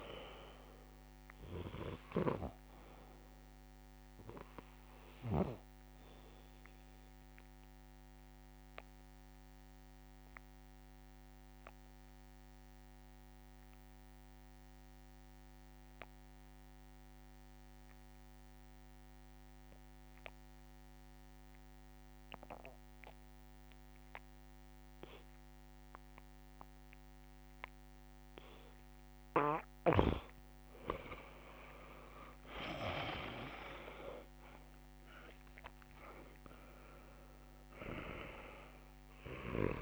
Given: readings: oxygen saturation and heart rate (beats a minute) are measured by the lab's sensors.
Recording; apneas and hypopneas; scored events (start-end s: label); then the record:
breathing in sleep by a microphone on the trachea; 1
0.00-14.00 s: oxygen desaturation (device-marked, oxygen 91% lowest)
6.50-27.50 s: obstructive apnea (oxygen 99% before, 88% lowest)
24.00-39.82 s: oxygen desaturation (device-marked, oxygen 99% before, 88% lowest)
30.50-33.00 s: arousal
From the record:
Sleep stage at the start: N2 (light sleep); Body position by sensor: on the back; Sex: male